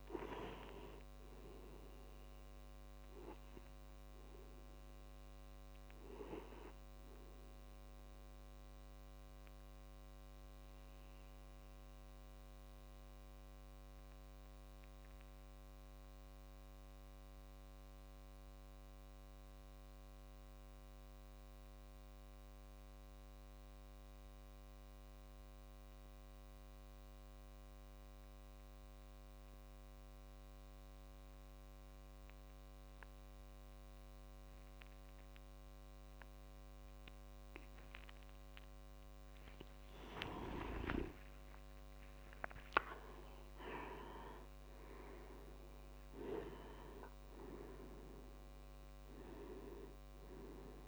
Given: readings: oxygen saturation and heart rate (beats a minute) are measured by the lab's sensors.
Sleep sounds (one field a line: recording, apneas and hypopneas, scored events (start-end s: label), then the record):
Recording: breathing in sleep by a microphone on the trachea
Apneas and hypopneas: 1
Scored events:
0.00-14.50 s: oxygen desaturation (device-marked, oxygen 88% lowest)
0.00-17.50 s: tachycardia (device-marked)
10.50-39.00 s: obstructive apnea (oxygen 97% before, 87% lowest)
33.50-50.88 s: oxygen desaturation (device-marked, oxygen 98% before, 87% lowest)
40.00-44.50 s: arousal
From the record:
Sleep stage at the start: N2 (light sleep)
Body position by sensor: on the back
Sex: male